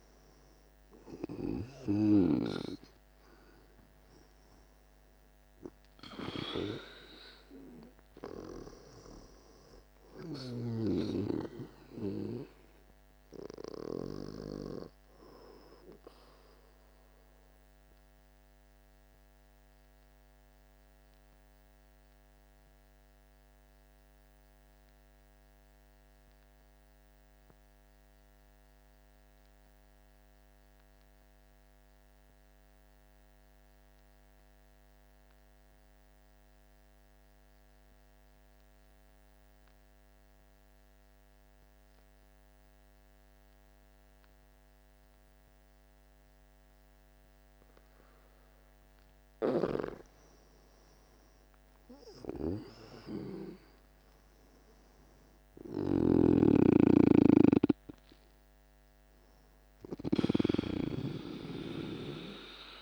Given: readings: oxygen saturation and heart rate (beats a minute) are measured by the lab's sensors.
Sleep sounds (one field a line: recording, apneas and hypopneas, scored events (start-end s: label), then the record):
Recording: breathing in sleep by a microphone on the trachea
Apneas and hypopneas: 1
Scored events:
0.00-2.00 s: arousal
0.00-24.50 s: oxygen desaturation (device-marked, oxygen 84% lowest, heart rate 50 extreme)
17.50-48.00 s: obstructive apnea (oxygen 96% before, 84% lowest, heart rate 59 before, 50 extreme, up 10 after)
44.50-62.82 s: oxygen desaturation (device-marked, oxygen 98% before, 86% lowest, heart rate 51 before, 50 extreme)
50.50-54.50 s: arousal
From the record:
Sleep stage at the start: N2 (light sleep)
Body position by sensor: on the back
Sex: male